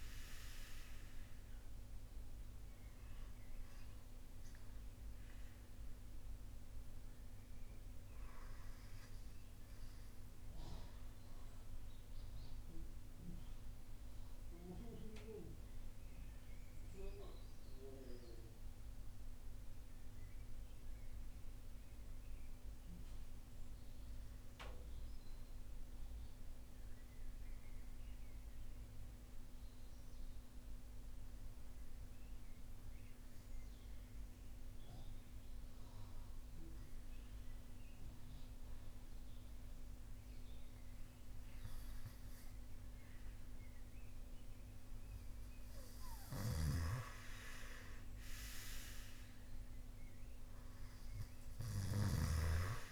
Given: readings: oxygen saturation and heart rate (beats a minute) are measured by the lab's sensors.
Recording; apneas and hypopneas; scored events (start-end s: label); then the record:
breathing in sleep by a room microphone; 1
0.00-27.00 s: oxygen desaturation (device-marked, oxygen 88% lowest)
11.50-43.00 s: obstructive apnea (oxygen 96% before, 89% lowest)
42.00-52.92 s: oxygen desaturation (device-marked, oxygen 98% before, 95% lowest)
46.50-50.00 s: arousal
From the record:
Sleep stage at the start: REM sleep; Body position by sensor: on the front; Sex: male